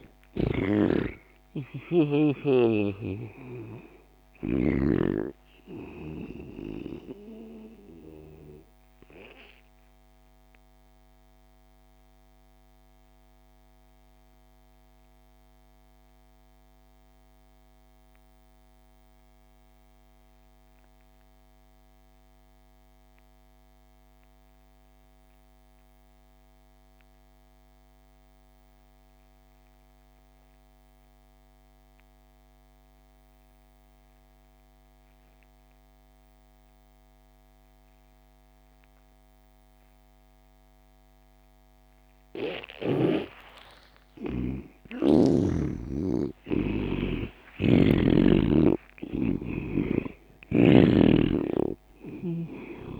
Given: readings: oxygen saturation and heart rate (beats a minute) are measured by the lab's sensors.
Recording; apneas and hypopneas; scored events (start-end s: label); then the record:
breathing in sleep by a microphone on the trachea; 1
0.00-15.00 s: oxygen desaturation (device-marked, oxygen 84% lowest)
8.00-43.50 s: obstructive apnea (oxygen 98% before, 80% lowest)
31.00-53.00 s: oxygen desaturation (device-marked, oxygen 99% before, 80% lowest)
44.50-49.50 s: arousal
From the record:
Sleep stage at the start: N2 (light sleep); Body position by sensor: on the back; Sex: male